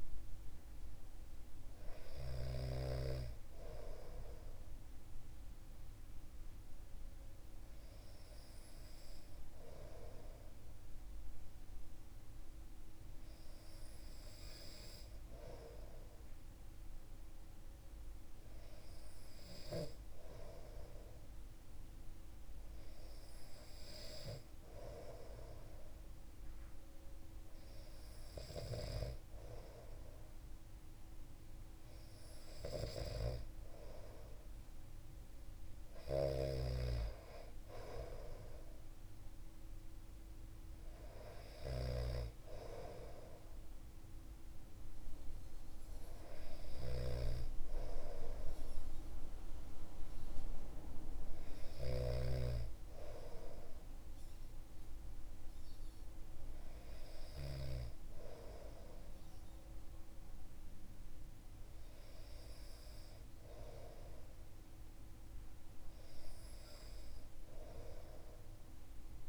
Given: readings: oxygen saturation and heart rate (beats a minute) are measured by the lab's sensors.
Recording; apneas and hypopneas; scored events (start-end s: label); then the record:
breathing in sleep by a room microphone; none
46.50-52.00 s: snoring (device-marked)
From the record:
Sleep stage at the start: N2 (light sleep); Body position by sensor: on the back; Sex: male